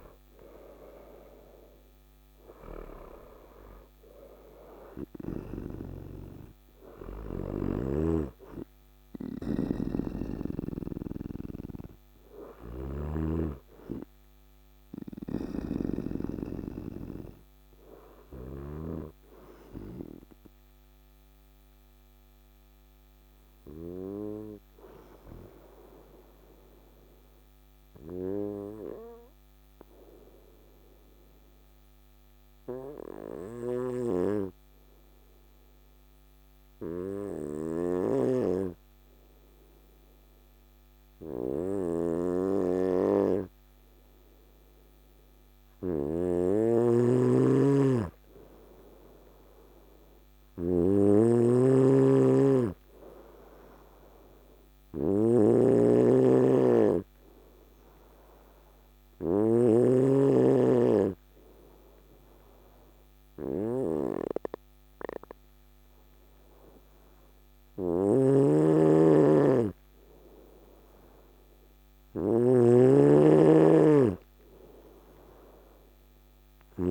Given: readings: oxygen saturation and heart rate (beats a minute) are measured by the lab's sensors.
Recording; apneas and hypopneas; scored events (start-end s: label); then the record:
breathing in sleep by a microphone on the trachea; 2
0.00-2.50 s: arousal
7.00-15.50 s: snoring (device-marked)
19.00-41.50 s: obstructive apnea (oxygen 97% before, 93% lowest, heart rate 60 before, 53 extreme, up 3 after)
44.00-47.50 s: arousal
44.50-71.50 s: oxygen desaturation (device-marked, oxygen 99% before, 93% lowest, heart rate 54 before, 54 extreme)
46.00-59.50 s: snoring (device-marked)
53.50-70.50 s: obstructive apnea (oxygen 99% before, 93% lowest, heart rate 55 before, 54 extreme, up 5 after)
67.50-76.50 s: snoring (device-marked)
73.00-76.00 s: arousal
From the record:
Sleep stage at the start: N2 (light sleep); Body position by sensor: on the right side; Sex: male